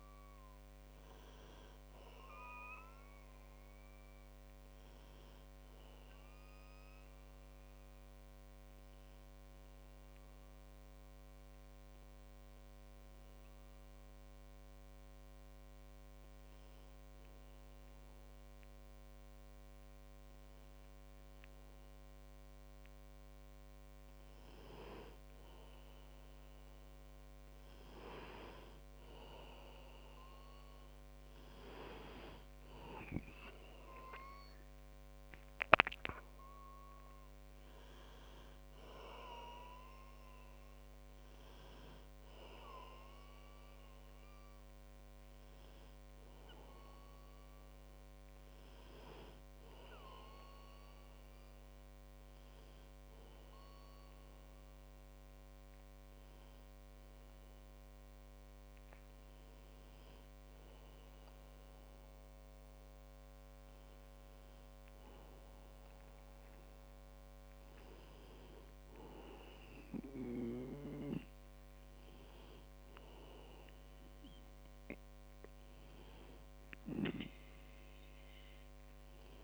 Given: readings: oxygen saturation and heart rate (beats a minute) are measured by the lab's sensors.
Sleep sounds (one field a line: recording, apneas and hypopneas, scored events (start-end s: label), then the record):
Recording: breathing in sleep by a microphone on the trachea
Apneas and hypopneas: 2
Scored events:
11.50-23.50 s: hypopnea (oxygen 97% before, 95% lowest, heart rate 58 before, 42 extreme, up 19 after)
25.50-30.50 s: arousal
52.00-65.50 s: hypopnea (oxygen 98% before, 96% lowest, heart rate 52 before, 46 extreme, up 16 after)
68.00-73.00 s: arousal
From the record:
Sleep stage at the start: N2 (light sleep)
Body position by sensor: on the back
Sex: male